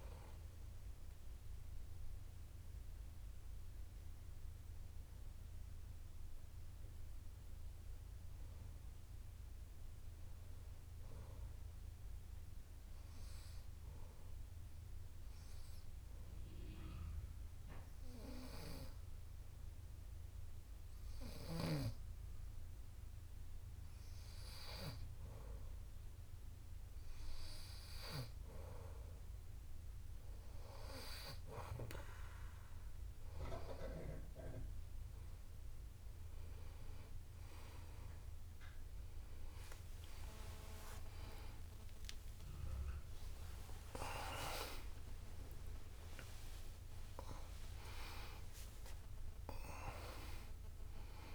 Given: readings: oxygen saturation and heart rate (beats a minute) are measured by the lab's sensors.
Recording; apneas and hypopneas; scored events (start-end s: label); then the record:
breathing in sleep by a room microphone; 1
0.00-9.00 s: oxygen desaturation (device-marked, oxygen 93% lowest)
13.50-25.00 s: obstructive apnea (oxygen 97% before, 92% lowest)
27.50-30.50 s: arousal
28.00-51.35 s: oxygen desaturation (device-marked, oxygen 96% before, 92% lowest)
43.50-48.00 s: arousal
From the record:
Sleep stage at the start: N2 (light sleep); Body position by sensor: on the back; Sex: male